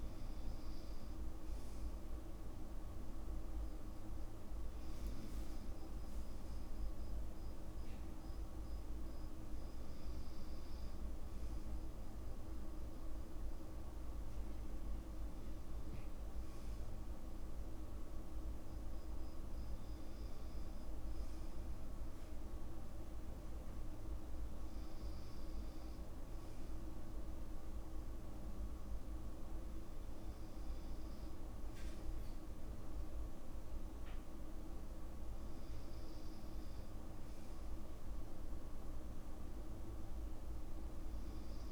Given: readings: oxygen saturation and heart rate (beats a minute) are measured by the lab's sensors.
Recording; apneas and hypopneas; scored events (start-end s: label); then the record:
breathing in sleep, hard to hear, by a room microphone; none
5.50-7.50 s: long interval between heartbeats (device-marked, heart rate 63 before, 77 extreme)
6.00-10.00 s: arousal
From the record:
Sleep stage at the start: N2 (light sleep); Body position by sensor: on the back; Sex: male